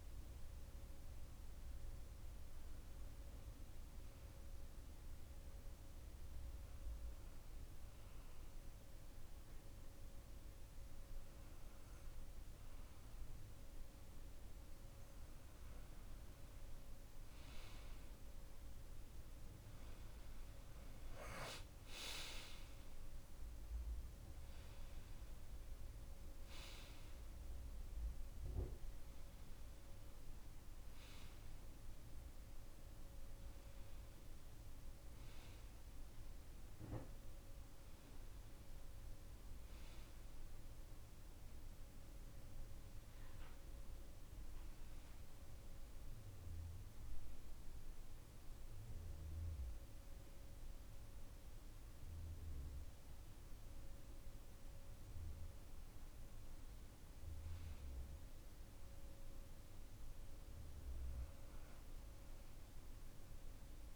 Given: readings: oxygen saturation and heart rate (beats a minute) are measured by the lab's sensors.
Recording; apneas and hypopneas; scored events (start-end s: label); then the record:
breathing in sleep, hard to hear, by a room microphone; 2
0.50-13.00 s: hypopnea (oxygen 95% before, 93% lowest)
15.50-19.50 s: arousal
44.00-55.00 s: hypopnea (oxygen 95% before, 92% lowest)
58.50-61.50 s: arousal
62.50-63.96 s: oxygen desaturation (device-marked, oxygen 97% before, 93% lowest)
From the record:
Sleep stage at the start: N2 (light sleep); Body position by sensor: on the back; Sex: male